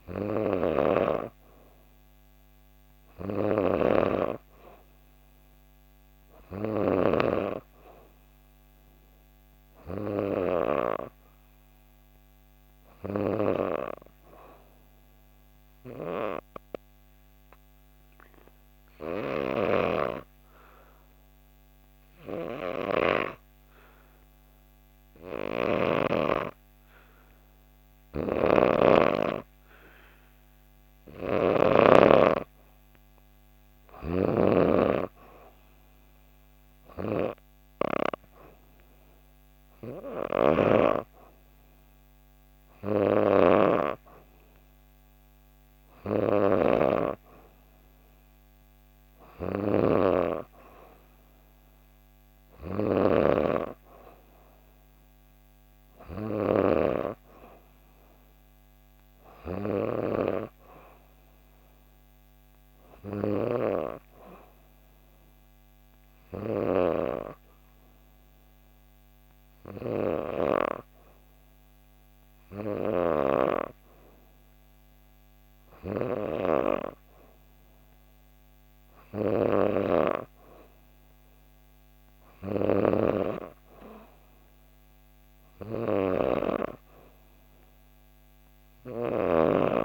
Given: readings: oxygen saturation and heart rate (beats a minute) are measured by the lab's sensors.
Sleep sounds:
breathing in sleep by a microphone on the trachea; 1
0.00-3.50 s: snoring (device-marked)
14.50-29.00 s: obstructive apnea (oxygen 94% before, 89% lowest, heart rate 66 before, 65 extreme, up 0 after)
19.00-25.50 s: snoring (device-marked)
27.50-40.00 s: snoring (device-marked)
31.50-35.00 s: arousal
33.00-51.00 s: oxygen desaturation (device-marked, oxygen 93% before, 89% lowest, heart rate 66 before, 66 extreme)
46.00-53.00 s: snoring (device-marked)
88.50-89.85 s: snoring (device-marked)
From the record:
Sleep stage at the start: N3 (deep sleep); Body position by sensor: on the back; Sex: female

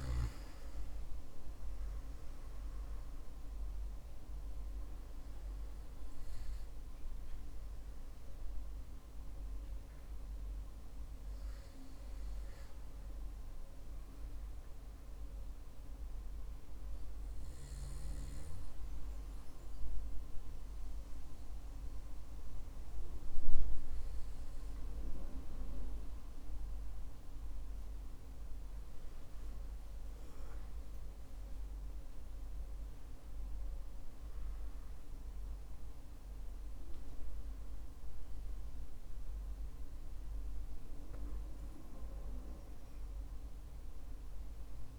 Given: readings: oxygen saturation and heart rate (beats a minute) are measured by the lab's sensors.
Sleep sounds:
breathing in sleep by a room microphone; 1
11.00-26.50 s: hypopnea (oxygen 97% before, 92% lowest, heart rate 61 before, 48 extreme, up 3 after)
30.00-34.00 s: arousal
From the record:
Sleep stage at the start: N2 (light sleep); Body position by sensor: on the back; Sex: male

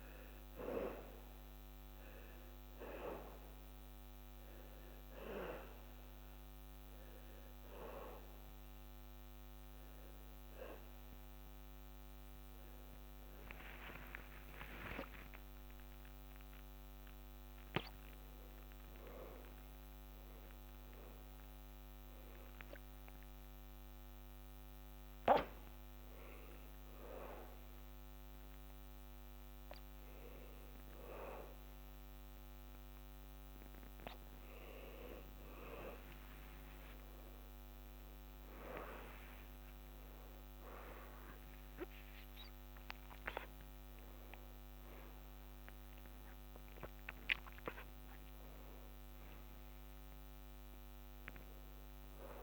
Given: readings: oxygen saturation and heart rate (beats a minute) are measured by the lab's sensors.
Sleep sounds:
a person awake in a sleep study, by a microphone on the trachea; none
0.00-29.50 s: oxygen desaturation (device-marked, oxygen 90% lowest, heart rate 39 extreme)
14.00-16.00 s: long interval between heartbeats (device-marked, heart rate 82 before, 94 extreme)
16.50-46.50 s: new sleep stage, awake
36.50-38.50 s: long interval between heartbeats (device-marked, heart rate 97 before, 105 extreme)
38.50-40.50 s: long interval between heartbeats (device-marked, heart rate 98 before, 110 extreme)
46.50-52.42 s: new sleep stage, N1 (lightest sleep)
From the record:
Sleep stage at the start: N2 (light sleep); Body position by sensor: on the back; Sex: male

